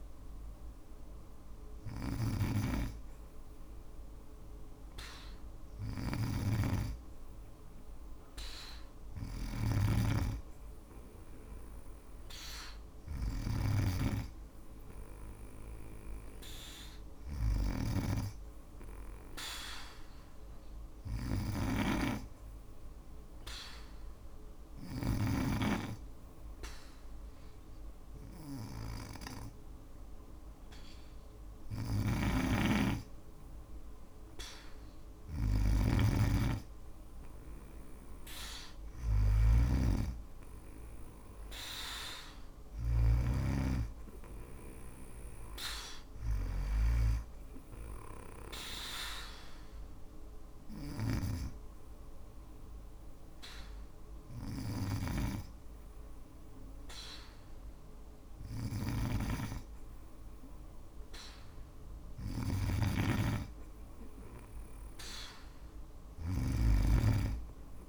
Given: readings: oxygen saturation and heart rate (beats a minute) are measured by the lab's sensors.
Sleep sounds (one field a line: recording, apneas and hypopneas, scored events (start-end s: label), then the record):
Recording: breathing in sleep by a room microphone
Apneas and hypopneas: 2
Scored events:
1.00-24.50 s: snoring (device-marked)
10.50-14.00 s: arousal
18.50-31.00 s: hypopnea (oxygen 96% before, 93% lowest)
31.00-67.89 s: snoring (device-marked)
35.00-38.50 s: arousal
48.00-58.00 s: hypopnea (oxygen 95% before, 93% lowest)
64.00-67.89 s: arousal
From the record:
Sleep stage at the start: N2 (light sleep)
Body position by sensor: on the back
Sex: female